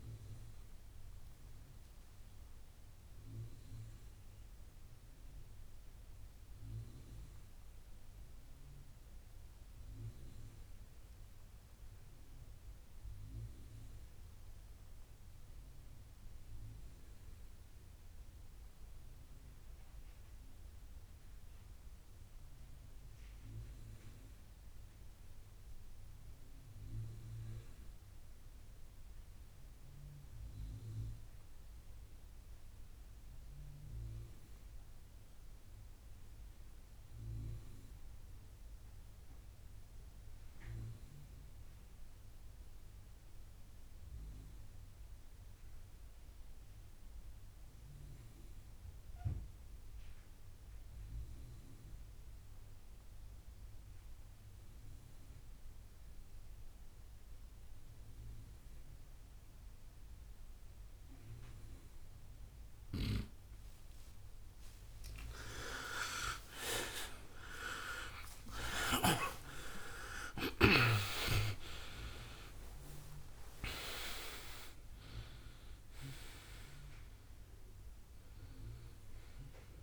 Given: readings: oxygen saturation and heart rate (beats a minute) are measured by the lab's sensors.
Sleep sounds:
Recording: breathing in sleep by a room microphone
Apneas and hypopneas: 1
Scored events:
2.50-64.00 s: obstructive apnea (oxygen 97% before, 77% lowest, heart rate 75 before, 55 extreme, up 36 after)
22.50-79.83 s: oxygen desaturation (device-marked, oxygen 96% before, 77% lowest, heart rate 69 before, 55 extreme)
66.00-68.00 s: long interval between heartbeats (device-marked, heart rate 60 before, 78 extreme)
From the record:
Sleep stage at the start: N2 (light sleep)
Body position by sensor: on the right side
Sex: male

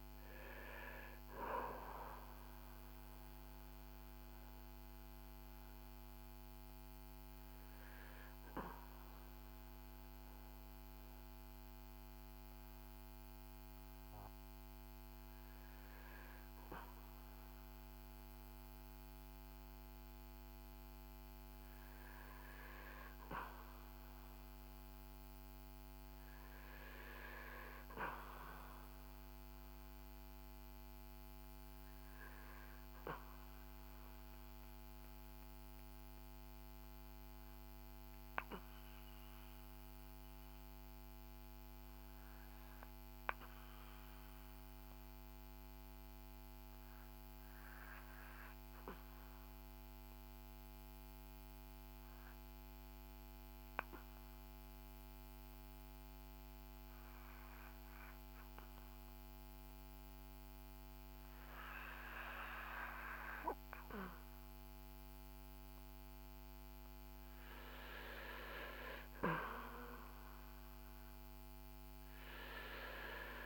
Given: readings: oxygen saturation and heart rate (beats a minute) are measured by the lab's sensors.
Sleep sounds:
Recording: breathing in sleep by a microphone on the trachea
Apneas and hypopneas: 1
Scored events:
0.00-20.00 s: oxygen desaturation (device-marked, oxygen 75% lowest, heart rate 47 extreme)
3.00-66.50 s: obstructive apnea (oxygen 93% before, 75% lowest, heart rate 63 before, 47 extreme, up 7 after)
41.00-73.45 s: oxygen desaturation (device-marked, oxygen 97% before, 85% lowest, heart rate 55 before, 48 extreme)
69.50-73.45 s: arousal
From the record:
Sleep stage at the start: REM sleep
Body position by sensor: on the back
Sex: male

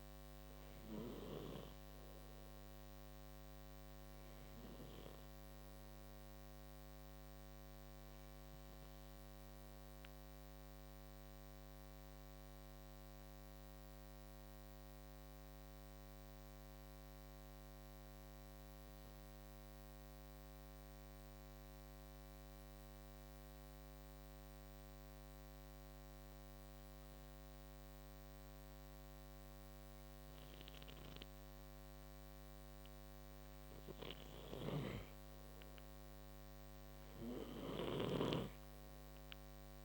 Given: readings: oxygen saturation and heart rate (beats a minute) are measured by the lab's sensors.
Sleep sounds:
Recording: breathing in sleep by a microphone on the trachea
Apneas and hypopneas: 1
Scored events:
0.00-23.00 s: oxygen desaturation (device-marked, oxygen 89% lowest, heart rate 53 extreme)
10.00-31.00 s: obstructive apnea (oxygen 98% before, 89% lowest, heart rate 62 before, 54 extreme, up 9 after)
34.00-39.85 s: snoring (device-marked)
35.00-39.85 s: oxygen desaturation (device-marked, oxygen 98% before, 91% lowest, heart rate 57 before, 57 extreme)
35.50-39.50 s: arousal
From the record:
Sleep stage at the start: N2 (light sleep)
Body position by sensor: on the right side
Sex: male

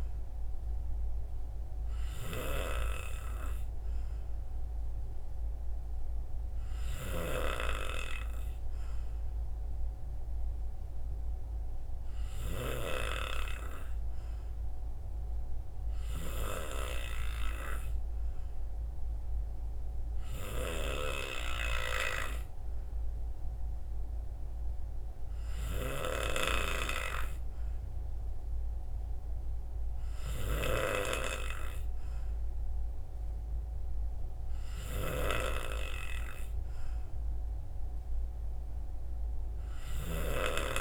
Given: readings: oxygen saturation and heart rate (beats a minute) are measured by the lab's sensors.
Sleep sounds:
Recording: breathing in sleep by a room microphone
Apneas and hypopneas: none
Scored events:
none scored
From the record:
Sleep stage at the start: N3 (deep sleep)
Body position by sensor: on the right side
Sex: male

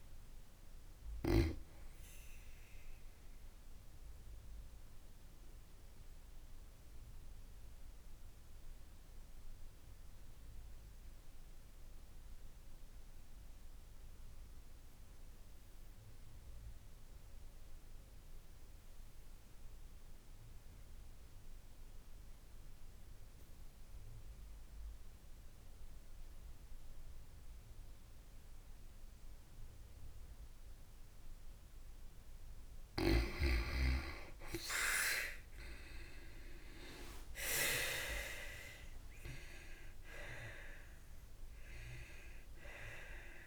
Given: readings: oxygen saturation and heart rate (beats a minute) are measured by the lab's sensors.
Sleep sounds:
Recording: breathing in sleep by a room microphone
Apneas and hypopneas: 1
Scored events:
3.00-30.50 s: obstructive apnea (oxygen 95% before, 87% lowest, heart rate 68 before, 52 extreme, up 36 after)
27.50-39.50 s: oxygen desaturation (device-marked, oxygen 95% before, 87% lowest, heart rate 54 before, 58 extreme)
37.50-42.00 s: arousal
From the record:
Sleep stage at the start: N2 (light sleep)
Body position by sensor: on the back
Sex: female

